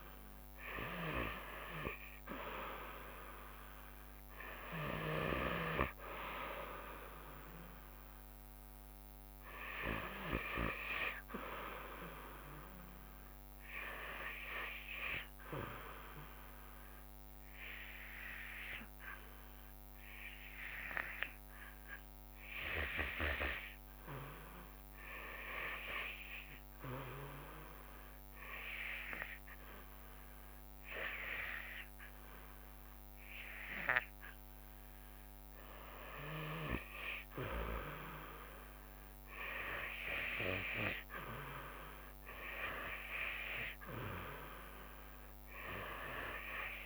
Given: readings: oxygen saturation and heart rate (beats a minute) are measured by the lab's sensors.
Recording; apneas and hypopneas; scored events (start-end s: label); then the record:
breathing in sleep by a microphone on the trachea; 1
1.00-6.50 s: arousal
18.50-33.50 s: hypopnea (oxygen 96% before, 92% lowest, heart rate 79 before, 64 extreme, up 5 after)
34.00-46.86 s: oxygen desaturation (device-marked, oxygen 96% before, 92% lowest, heart rate 68 before, 69 extreme)
36.00-40.50 s: arousal
From the record:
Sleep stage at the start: REM sleep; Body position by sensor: on the back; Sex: female